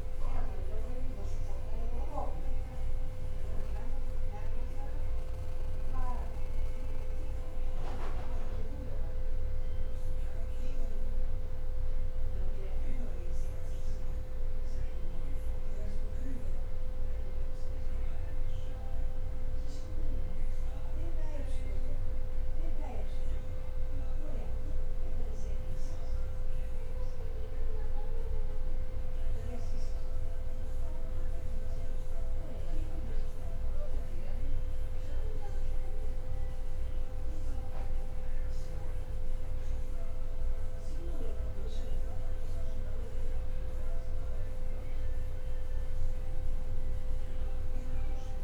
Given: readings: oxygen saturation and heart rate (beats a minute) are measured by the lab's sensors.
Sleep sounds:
breathing in sleep, hard to hear, by a room microphone; none
0.50-2.50 s: long interval between heartbeats (device-marked, heart rate 84 before, 96 extreme)
2.50-3.50 s: leg movement (device-marked)
8.00-9.00 s: leg movement (device-marked)
15.00-17.00 s: long interval between heartbeats (device-marked, heart rate 84 before, 79 extreme)
16.50-18.50 s: tachycardia (device-marked, heart rate 68 before, 98 extreme)
19.50-21.50 s: long interval between heartbeats (device-marked, heart rate 87 before, 106 extreme)
23.50-29.50 s: tachycardia (device-marked, heart rate 69 before, 106 extreme)
25.50-27.50 s: long interval between heartbeats (device-marked, heart rate 89 before, 88 extreme)
29.50-31.50 s: long interval between heartbeats (device-marked, heart rate 93 before, 107 extreme)
32.00-32.50 s: leg movement (device-marked)
37.00-39.00 s: long interval between heartbeats (device-marked, heart rate 98 before, 69 extreme)
38.50-44.50 s: tachycardia (device-marked, heart rate 70 before, 108 extreme)
39.50-40.50 s: leg movement (device-marked)
41.50-43.50 s: long interval between heartbeats (device-marked, heart rate 93 before, 106 extreme)
43.00-44.00 s: leg movement (device-marked)
44.00-46.00 s: long interval between heartbeats (device-marked, heart rate 94 before, 108 extreme)
45.50-48.44 s: tachycardia (device-marked, heart rate 71 before, 125 extreme)
46.50-47.50 s: leg movement (device-marked)
From the record:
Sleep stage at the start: N1 (lightest sleep); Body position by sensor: on the back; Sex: male

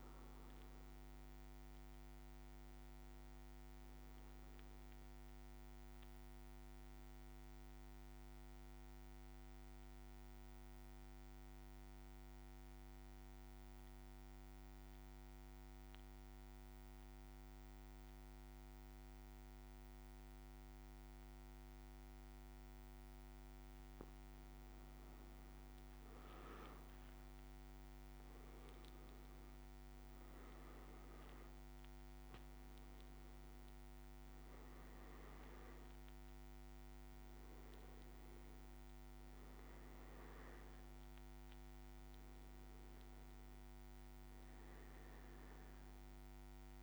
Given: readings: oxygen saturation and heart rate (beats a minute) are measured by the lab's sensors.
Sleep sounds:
breathing in sleep, hard to hear, by a microphone on the trachea; 1
5.00-23.00 s: central apnea (oxygen 100% before, 93% lowest, heart rate 56 before, 55 extreme, up 5 after)
25.50-29.50 s: arousal
30.00-46.83 s: oxygen desaturation (device-marked, oxygen 99% before, 93% lowest, heart rate 57 before, 56 extreme)
From the record:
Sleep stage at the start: N2 (light sleep); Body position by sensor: on the back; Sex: male

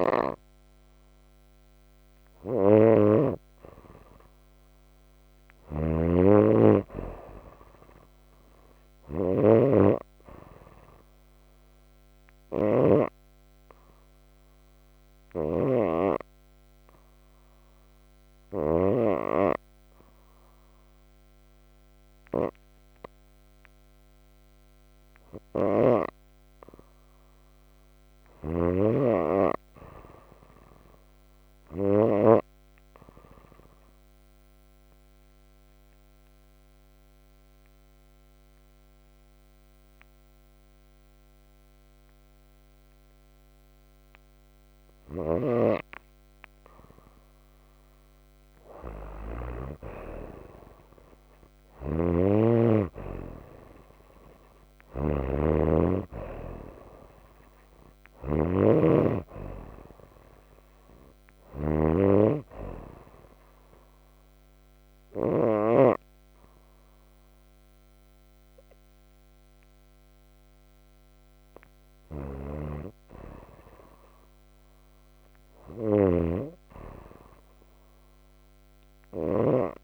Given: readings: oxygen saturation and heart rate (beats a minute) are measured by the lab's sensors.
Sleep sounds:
breathing in sleep by a microphone on the trachea; 3
5.00-18.50 s: snoring (device-marked)
10.50-25.50 s: obstructive apnea (oxygen 97% before, 90% lowest, heart rate 58 before, 30 extreme)
17.50-36.50 s: oxygen desaturation (device-marked, oxygen 94% before, 91% lowest)
27.00-31.00 s: arousal
28.00-32.00 s: snoring (device-marked)
34.00-46.50 s: obstructive apnea (oxygen 94% before, 88% lowest)
45.00-49.50 s: snoring (device-marked)
45.50-75.50 s: oxygen desaturation (device-marked, oxygen 96% before, 91% lowest)
49.00-53.00 s: arousal
51.50-65.50 s: snoring (device-marked)
63.00-73.50 s: obstructive apnea (oxygen 96% before, 88% lowest)
72.00-79.84 s: snoring (device-marked)
74.50-77.50 s: arousal
77.50-79.84 s: oxygen desaturation (device-marked, oxygen 93% before, 88% lowest, heart rate 43 before, 26 extreme)
From the record:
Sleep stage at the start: N2 (light sleep); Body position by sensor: on the right side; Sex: female

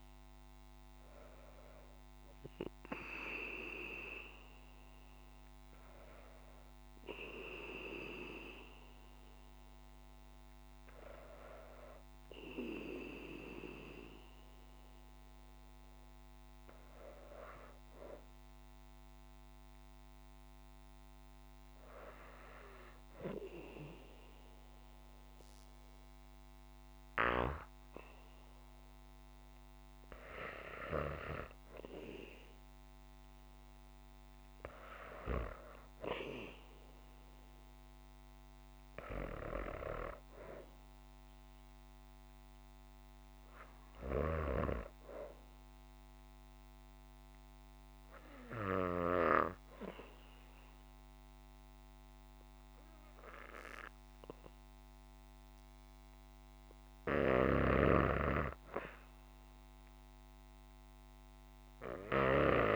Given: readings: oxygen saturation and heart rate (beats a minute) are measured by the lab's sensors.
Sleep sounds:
breathing in sleep by a microphone on the trachea; none
0.00-19.00 s: oxygen desaturation (device-marked, oxygen 91% lowest, heart rate 54 extreme)
From the record:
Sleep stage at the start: N2 (light sleep); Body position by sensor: on the back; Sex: female

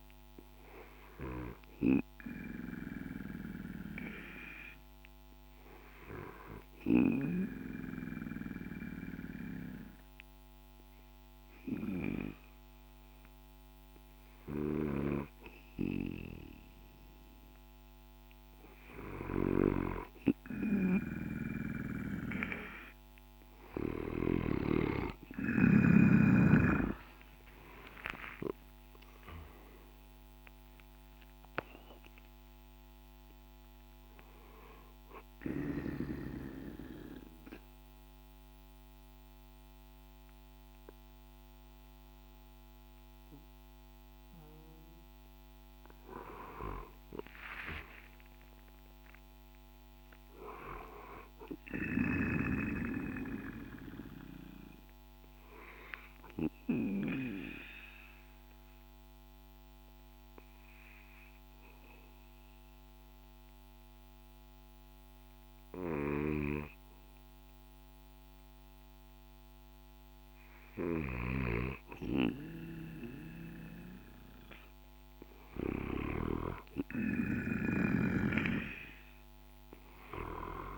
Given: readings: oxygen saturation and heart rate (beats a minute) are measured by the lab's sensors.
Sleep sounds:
breathing in sleep by a microphone on the trachea; 3
5.00-16.50 s: hypopnea (oxygen 93% before, 90% lowest, heart rate 55 before, 55 extreme, up 2 after)
14.00-23.50 s: snoring (device-marked)
26.00-31.00 s: arousal
26.00-39.00 s: drop in pulse transit time (device-marked, heart rate 56 before, 58 extreme)
34.50-44.50 s: obstructive apnea (oxygen 93% before, 88% lowest, heart rate 60 before, 54 extreme, up 7 after)
47.00-50.50 s: arousal
55.50-70.00 s: obstructive apnea (oxygen 97% before, 88% lowest, heart rate 59 before, 52 extreme, up 1 after)
65.00-75.50 s: snoring (device-marked)
66.00-73.00 s: oxygen desaturation (device-marked, oxygen 97% before, 93% lowest, heart rate 57 before, 52 extreme)
73.00-76.50 s: arousal
From the record:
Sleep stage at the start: N2 (light sleep); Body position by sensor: on the back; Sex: male

